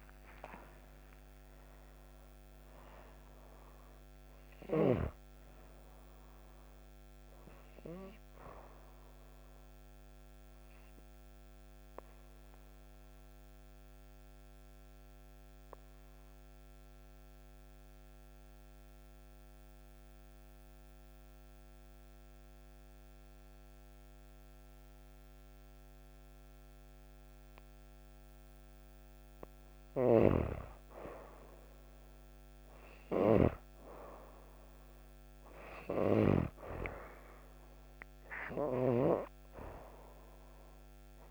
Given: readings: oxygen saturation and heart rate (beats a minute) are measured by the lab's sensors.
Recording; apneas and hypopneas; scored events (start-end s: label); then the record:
breathing in sleep by a microphone on the trachea; 1
0.00-2.00 s: arousal
0.00-14.50 s: oxygen desaturation (device-marked, oxygen 91% lowest, heart rate 56 extreme)
7.50-29.00 s: obstructive apnea (oxygen 98% before, 91% lowest, heart rate 74 before, 56 extreme, up 9 after)
16.50-28.50 s: oxygen desaturation (device-marked, oxygen 94% before, 91% lowest, heart rate 73 before, 57 extreme)
31.00-35.50 s: arousal
33.00-36.50 s: snoring (device-marked)
34.50-41.31 s: oxygen desaturation (device-marked, oxygen 98% before, 91% lowest, heart rate 58 before, 59 extreme)
From the record:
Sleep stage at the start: N2 (light sleep); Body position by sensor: on the right side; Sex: female